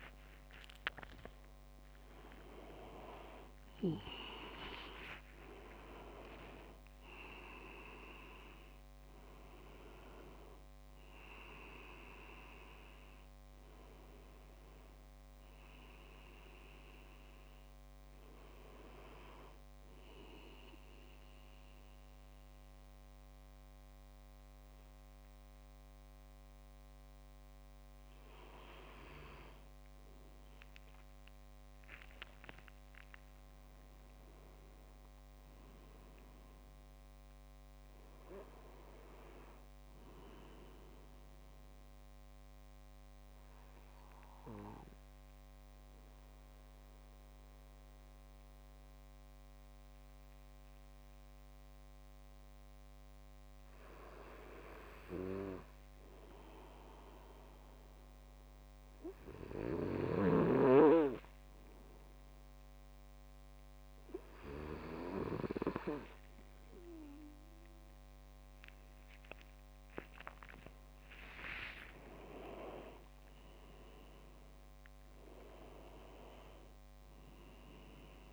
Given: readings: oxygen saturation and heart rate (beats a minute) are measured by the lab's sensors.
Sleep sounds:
breathing in sleep by a microphone on the trachea; 1
1.50-7.50 s: arousal
1.50-7.50 s: leg movement (device-marked)
43.50-54.50 s: obstructive apnea (oxygen 99% before, 95% lowest)
57.50-61.00 s: arousal
68.50-78.33 s: tachycardia (device-marked, heart rate 31 before, 200 extreme)
From the record:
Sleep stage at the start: N2 (light sleep); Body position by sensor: on the back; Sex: male

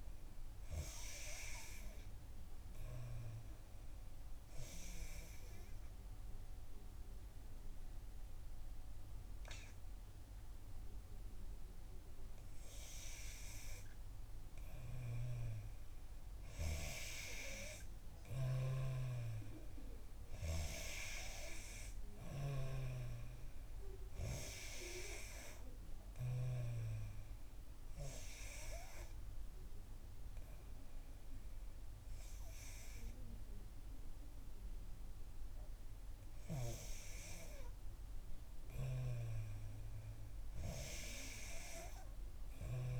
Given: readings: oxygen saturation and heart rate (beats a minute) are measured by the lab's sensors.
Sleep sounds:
breathing in sleep by a room microphone; 2
1.00-12.00 s: oxygen desaturation (device-marked, oxygen 92% before, 88% lowest, heart rate 64 before, 62 extreme)
5.00-15.00 s: obstructive apnea (oxygen 92% before, 88% lowest, heart rate 64 before, 62 extreme, up 4 after)
17.00-21.00 s: arousal
27.50-38.50 s: hypopnea (oxygen 92% before, 89% lowest, heart rate 64 before, 59 extreme)
40.50-42.99 s: arousal
From the record:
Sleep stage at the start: N3 (deep sleep); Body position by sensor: on the back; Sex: female

